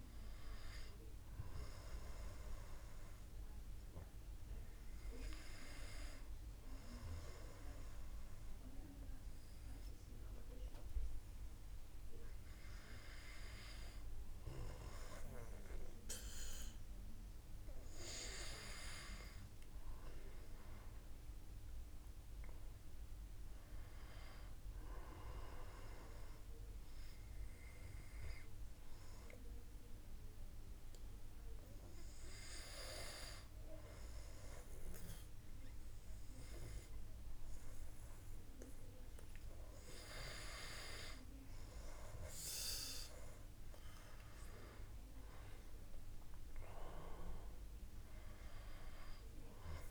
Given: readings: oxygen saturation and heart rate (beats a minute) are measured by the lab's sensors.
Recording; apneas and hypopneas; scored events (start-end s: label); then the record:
breathing in sleep by a room microphone; 1
19.00-22.50 s: arousal
26.50-40.00 s: hypopnea (oxygen 96% before, 93% lowest)
44.00-47.50 s: arousal
From the record:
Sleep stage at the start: N2 (light sleep); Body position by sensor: on the back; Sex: male